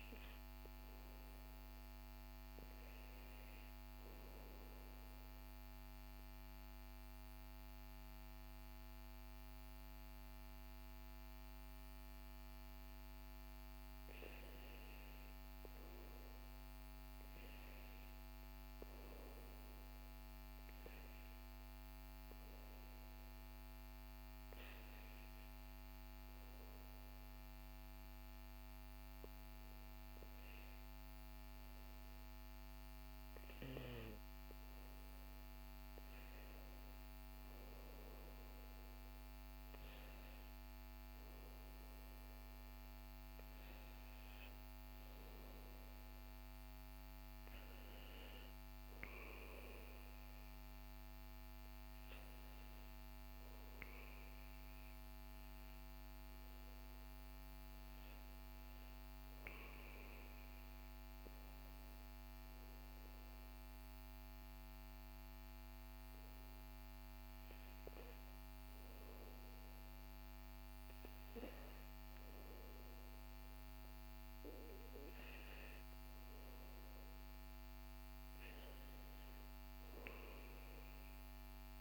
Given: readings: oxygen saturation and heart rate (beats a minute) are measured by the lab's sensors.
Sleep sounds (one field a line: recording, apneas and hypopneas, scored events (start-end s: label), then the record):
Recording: breathing in sleep, hard to hear, by a microphone on the trachea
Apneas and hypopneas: 1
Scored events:
4.00-14.50 s: obstructive apnea (oxygen 98% before, 95% lowest, heart rate 66 before, 65 extreme, up 2 after)
17.00-20.50 s: arousal
From the record:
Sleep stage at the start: REM sleep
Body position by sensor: on the back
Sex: male